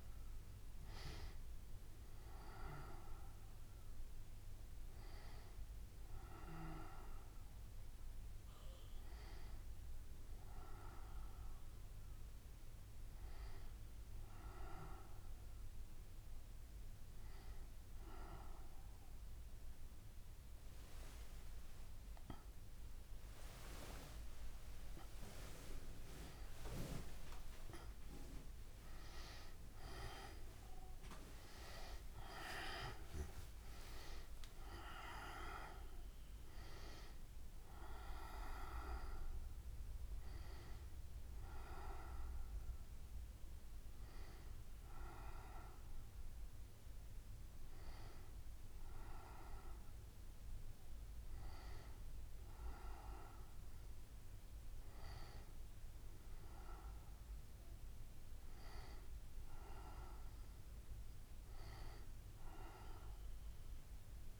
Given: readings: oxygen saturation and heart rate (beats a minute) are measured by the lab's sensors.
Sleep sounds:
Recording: breathing in sleep by a room microphone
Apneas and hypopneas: none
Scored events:
26.50-28.50 s: long interval between heartbeats (device-marked, heart rate 72 before, 82 extreme)
27.50-31.50 s: arousal
42.00-55.00 s: oxygen desaturation (device-marked, oxygen 95% before, 90% lowest, heart rate 80 before, 71 extreme)
From the record:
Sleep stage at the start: N2 (light sleep)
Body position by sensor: on the right side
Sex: female

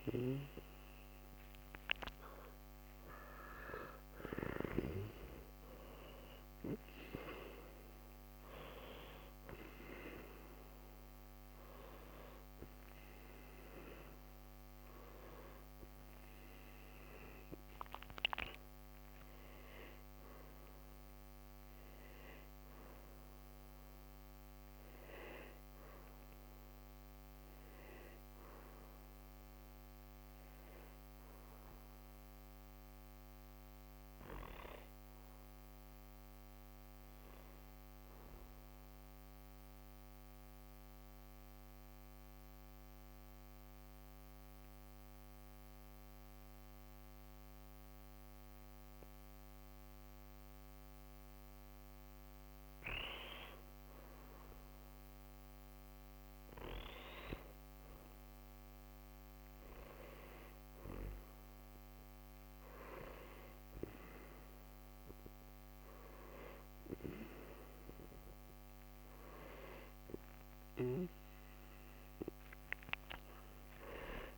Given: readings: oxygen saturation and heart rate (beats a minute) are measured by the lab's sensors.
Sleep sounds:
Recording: breathing in sleep by a microphone on the trachea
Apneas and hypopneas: 1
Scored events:
0.00-3.50 s: arousal
12.00-31.00 s: oxygen desaturation (device-marked, oxygen 98% before, 93% lowest, heart rate 61 before, 53 extreme)
31.00-35.00 s: arousal
38.00-51.00 s: central apnea (oxygen 97% before, 95% lowest, heart rate 62 before, 54 extreme, up 11 after)
55.50-60.00 s: arousal
From the record:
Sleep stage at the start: N2 (light sleep)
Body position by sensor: on the back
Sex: male

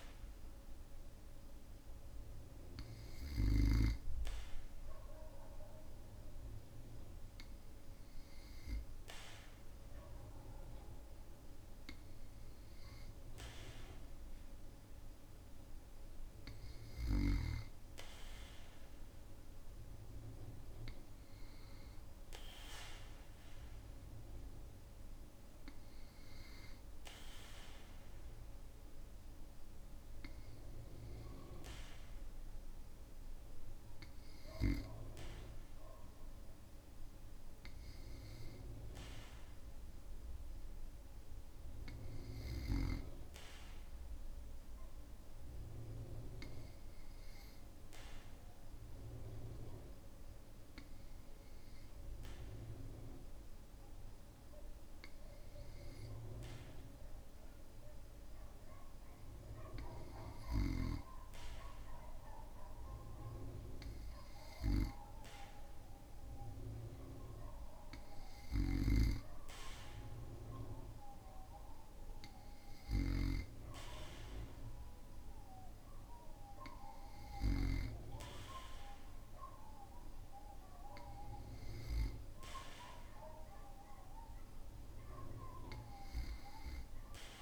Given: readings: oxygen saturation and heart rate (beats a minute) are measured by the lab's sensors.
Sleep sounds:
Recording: breathing in sleep by a room microphone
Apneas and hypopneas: none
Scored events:
none scored
From the record:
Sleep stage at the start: N2 (light sleep)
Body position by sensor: on the back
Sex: male

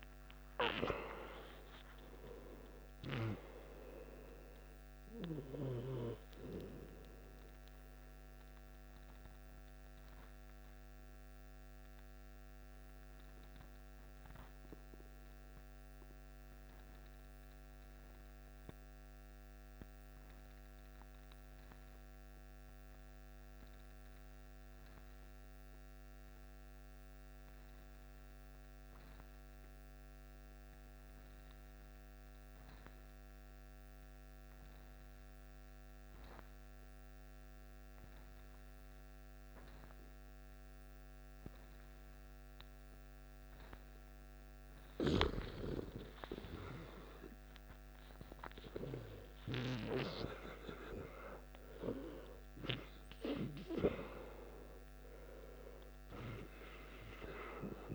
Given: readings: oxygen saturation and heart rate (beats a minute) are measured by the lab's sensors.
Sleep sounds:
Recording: breathing in sleep by a microphone on the trachea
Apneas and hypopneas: 1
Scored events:
0.00-3.50 s: oxygen desaturation (device-marked, oxygen 93% lowest, heart rate 53 extreme)
8.50-17.50 s: oxygen desaturation (device-marked, oxygen 94% before, 91% lowest, heart rate 66 before, 53 extreme)
10.00-43.50 s: obstructive apnea (oxygen 97% before, 90% lowest, heart rate 67 before, 53 extreme, up 14 after)
34.50-57.94 s: oxygen desaturation (device-marked, oxygen 98% before, 90% lowest, heart rate 54 before, 52 extreme)
46.50-50.50 s: arousal
From the record:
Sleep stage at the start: N2 (light sleep)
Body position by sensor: on the back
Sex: male

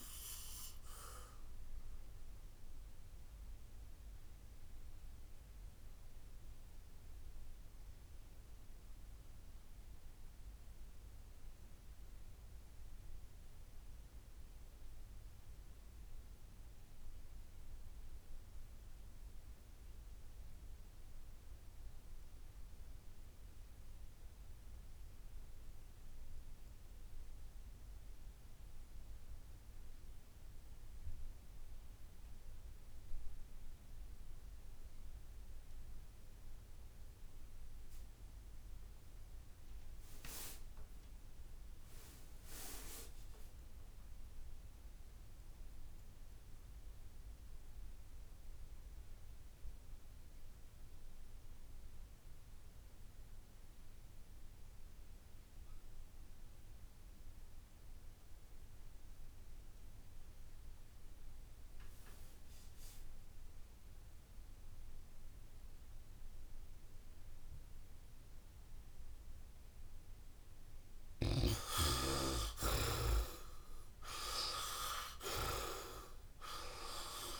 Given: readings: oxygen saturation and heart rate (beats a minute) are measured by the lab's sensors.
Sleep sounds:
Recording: breathing in sleep by a room microphone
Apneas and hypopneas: 1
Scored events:
0.00-12.50 s: oxygen desaturation (device-marked, oxygen 74% lowest, heart rate 68 extreme)
4.50-69.50 s: obstructive apnea (oxygen 97% before, 66% lowest, heart rate 79 before, 66 extreme, up 14 after)
28.50-77.40 s: oxygen desaturation (device-marked, oxygen 96% before, 66% lowest, heart rate 69 before, 66 extreme)
46.50-48.50 s: long interval between heartbeats (device-marked, heart rate 69 before, 68 extreme)
72.50-77.40 s: arousal
From the record:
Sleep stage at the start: REM sleep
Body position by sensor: on the back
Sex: male

